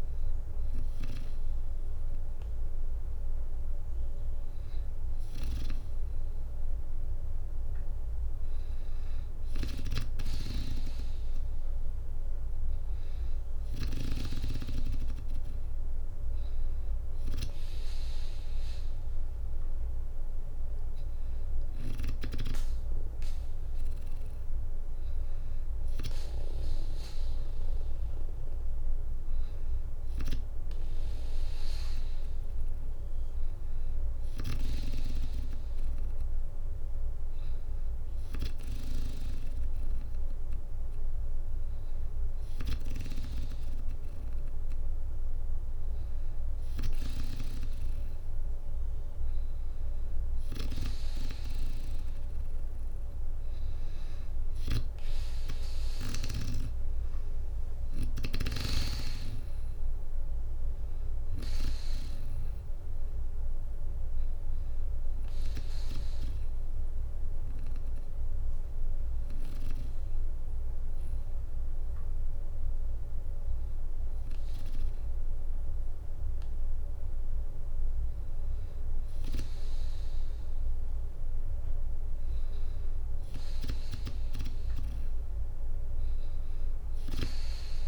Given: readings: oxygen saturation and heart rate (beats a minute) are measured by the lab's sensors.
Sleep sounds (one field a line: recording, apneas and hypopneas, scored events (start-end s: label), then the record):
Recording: breathing in sleep by a room microphone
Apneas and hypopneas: 1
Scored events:
58.50-71.50 s: drop in pulse transit time (device-marked, heart rate 61 before, 60 extreme)
60.00-63.00 s: arousal
65.00-76.00 s: hypopnea (oxygen 96% before, 94% lowest, heart rate 63 before, 59 extreme, up 1 after)
70.50-74.50 s: bradycardia (device-marked, heart rate 62 before, 59 extreme)
79.00-81.50 s: arousal
From the record:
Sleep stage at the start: N2 (light sleep)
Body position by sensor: on the back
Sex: female